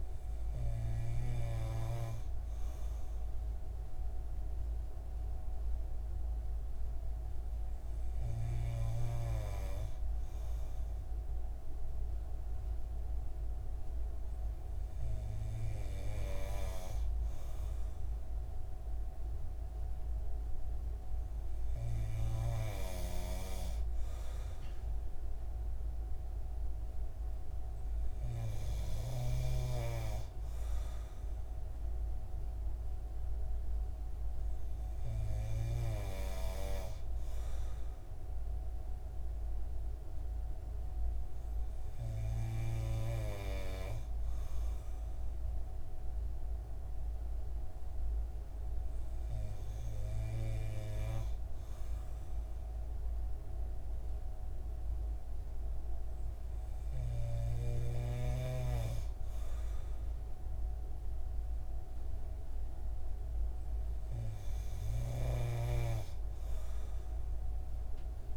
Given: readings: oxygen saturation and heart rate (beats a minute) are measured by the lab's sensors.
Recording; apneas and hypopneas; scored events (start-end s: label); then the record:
breathing in sleep by a room microphone; none
none scored
From the record:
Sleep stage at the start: N3 (deep sleep); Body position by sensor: on the right side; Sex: male